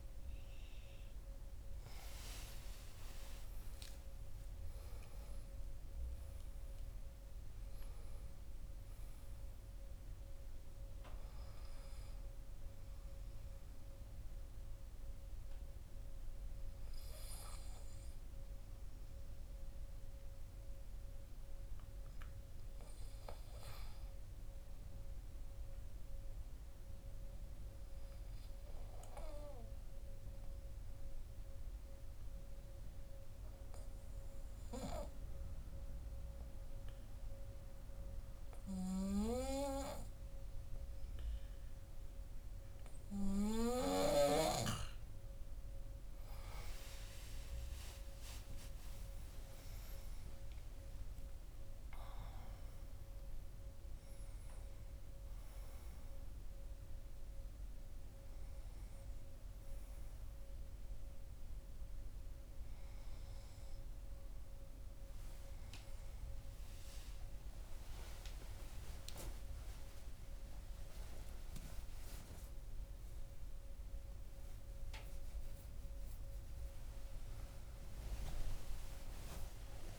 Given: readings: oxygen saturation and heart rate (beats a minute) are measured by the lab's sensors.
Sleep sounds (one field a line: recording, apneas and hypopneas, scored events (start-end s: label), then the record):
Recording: breathing in sleep by a room microphone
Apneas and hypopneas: 1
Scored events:
1.00-5.50 s: arousal
12.50-18.50 s: oxygen desaturation (device-marked, oxygen 96% before, 93% lowest, heart rate 60 before, 45 extreme)
28.50-45.00 s: obstructive apnea (oxygen 96% before, 93% lowest, heart rate 52 before, 50 extreme, up 42 after)
45.50-67.50 s: oxygen desaturation (device-marked, oxygen 98% before, 93% lowest, heart rate 54 before, 54 extreme)
46.00-51.00 s: arousal
66.50-79.99 s: new sleep stage, awake
From the record:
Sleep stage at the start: N2 (light sleep)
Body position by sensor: on the back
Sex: male